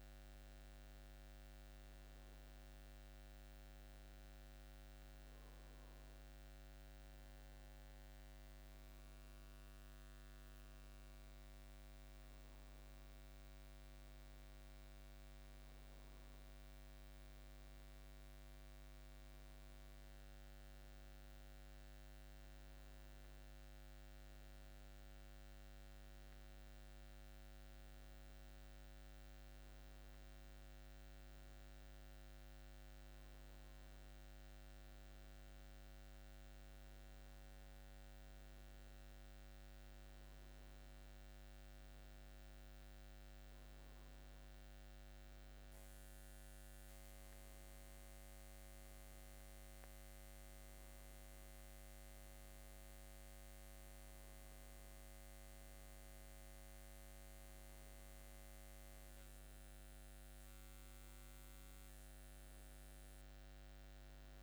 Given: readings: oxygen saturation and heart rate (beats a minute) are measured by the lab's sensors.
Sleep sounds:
breathing in sleep, hard to hear, by a microphone on the trachea; none
none scored
From the record:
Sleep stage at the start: N1 (lightest sleep); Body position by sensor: upright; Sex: male

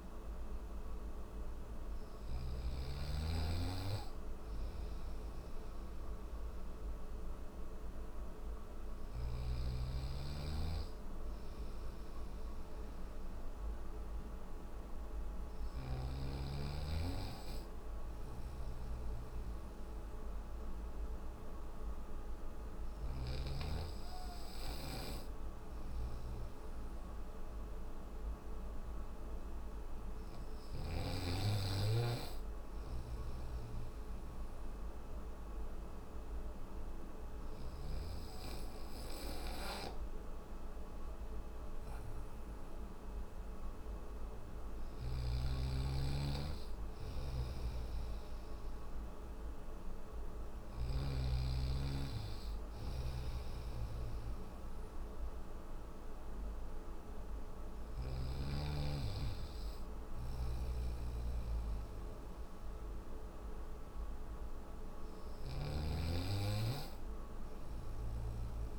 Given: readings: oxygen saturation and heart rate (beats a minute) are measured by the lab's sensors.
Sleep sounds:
breathing in sleep by a room microphone; none
46.00-50.00 s: snoring (device-marked)
59.00-64.50 s: snoring (device-marked)
From the record:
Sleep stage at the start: N3 (deep sleep); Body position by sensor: on the back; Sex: male

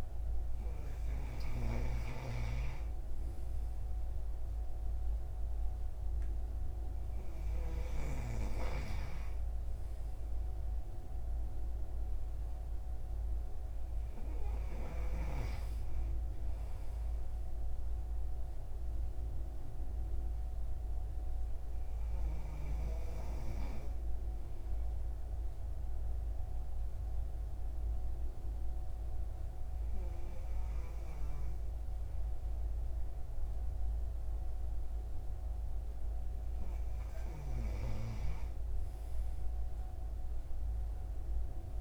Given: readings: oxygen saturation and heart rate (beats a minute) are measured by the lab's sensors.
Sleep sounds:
breathing in sleep by a room microphone; 1
23.00-36.50 s: hypopnea (oxygen 95% before, 93% lowest)
40.00-41.81 s: arousal
From the record:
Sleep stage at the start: N2 (light sleep); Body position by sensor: on the right side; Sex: male

